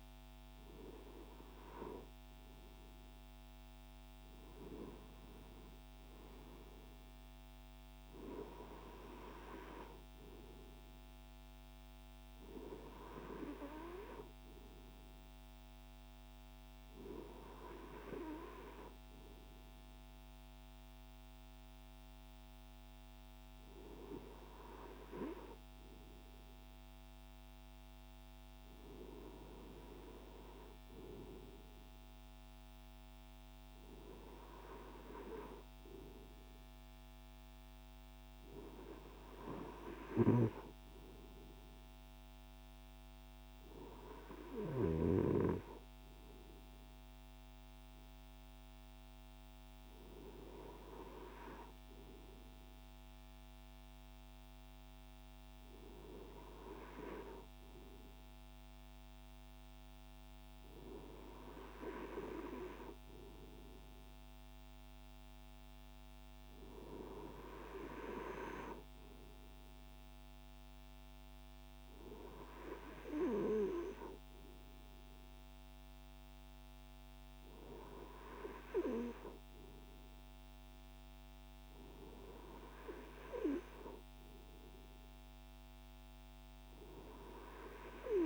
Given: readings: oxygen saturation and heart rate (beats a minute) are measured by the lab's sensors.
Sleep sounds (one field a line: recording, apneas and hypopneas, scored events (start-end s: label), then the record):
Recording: breathing in sleep by a microphone on the trachea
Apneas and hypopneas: none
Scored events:
none scored
From the record:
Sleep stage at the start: N2 (light sleep)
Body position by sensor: on the right side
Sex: male